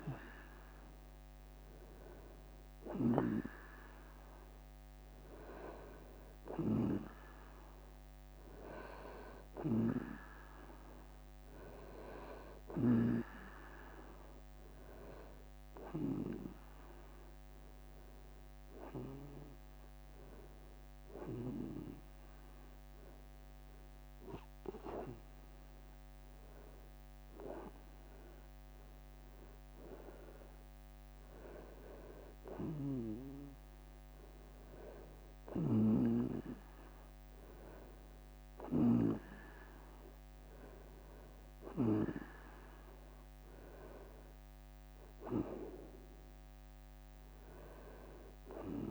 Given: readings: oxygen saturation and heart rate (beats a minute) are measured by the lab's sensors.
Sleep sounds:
breathing in sleep by a microphone on the trachea; none
2.00-4.00 s: long interval between heartbeats (device-marked, heart rate 77 before, 67 extreme)
9.50-11.50 s: long interval between heartbeats (device-marked, heart rate 76 before, 75 extreme)
20.00-33.00 s: drop in pulse transit time (device-marked, heart rate 72 before, 76 extreme)
46.00-48.90 s: oxygen desaturation (device-marked, oxygen 96% before, 93% lowest, heart rate 81 before, 67 extreme)
From the record:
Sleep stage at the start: N2 (light sleep); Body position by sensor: on the right side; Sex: male

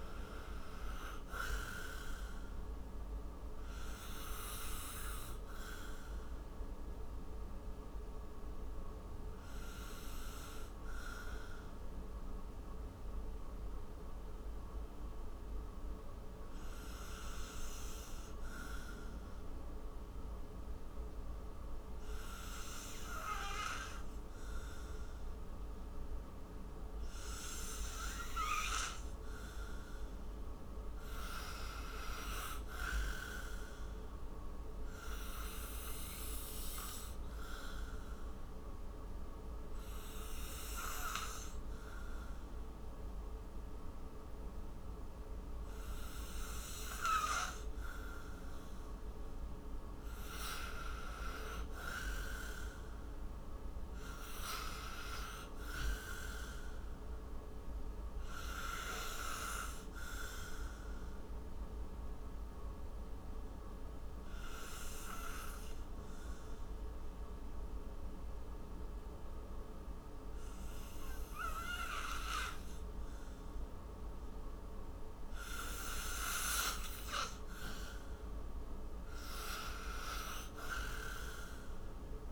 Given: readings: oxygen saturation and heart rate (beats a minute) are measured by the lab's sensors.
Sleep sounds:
breathing in sleep by a room microphone; 3
0.00-1.00 s: arousal
1.00-21.00 s: oxygen desaturation (device-marked, oxygen 96% before, 92% lowest, heart rate 59 before, 54 extreme)
4.50-29.00 s: obstructive apnea (oxygen 96% before, 91% lowest, heart rate 61 before, 55 extreme, up 13 after)
30.00-54.00 s: oxygen desaturation (device-marked, oxygen 97% before, 91% lowest, heart rate 57 before, 57 extreme)
31.00-33.50 s: arousal
35.50-48.50 s: obstructive apnea (oxygen 97% before, 90% lowest, heart rate 59 before, 58 extreme, up 22 after)
50.50-54.50 s: arousal
57.50-75.50 s: obstructive apnea (oxygen 96% before, 90% lowest, heart rate 66 before, 53 extreme, up 14 after)
61.00-72.00 s: oxygen desaturation (device-marked, oxygen 95% before, 91% lowest, heart rate 66 before, 53 extreme)
77.00-80.00 s: arousal
From the record:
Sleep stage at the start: N2 (light sleep); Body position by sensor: on the right side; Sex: male

